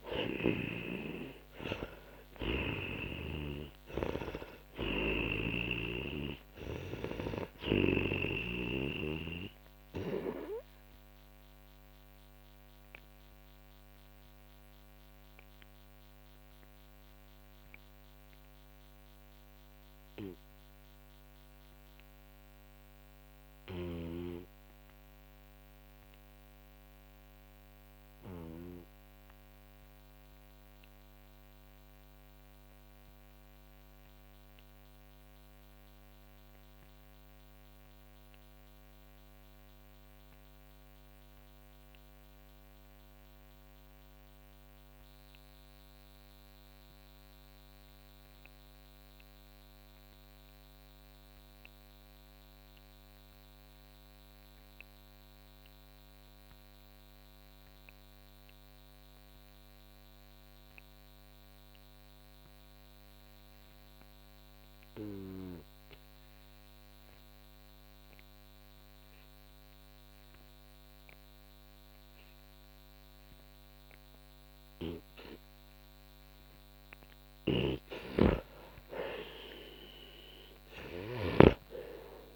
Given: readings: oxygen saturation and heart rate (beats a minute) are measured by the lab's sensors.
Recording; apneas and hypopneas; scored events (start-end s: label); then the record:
breathing in sleep by a microphone on the trachea; 1
0.00-3.00 s: snoring (device-marked)
0.00-40.00 s: oxygen desaturation (device-marked, oxygen 81% lowest, heart rate 41 extreme)
5.00-8.50 s: snoring (device-marked)
9.50-76.50 s: obstructive apnea (oxygen 97% before, 81% lowest, heart rate 67 before, 41 extreme, up 18 after)
69.00-82.36 s: oxygen desaturation (device-marked, oxygen 98% before, 85% lowest, heart rate 50 before, 43 extreme)
77.50-82.36 s: snoring (device-marked)
78.50-82.36 s: arousal
From the record:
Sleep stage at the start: N2 (light sleep); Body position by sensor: on the back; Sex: male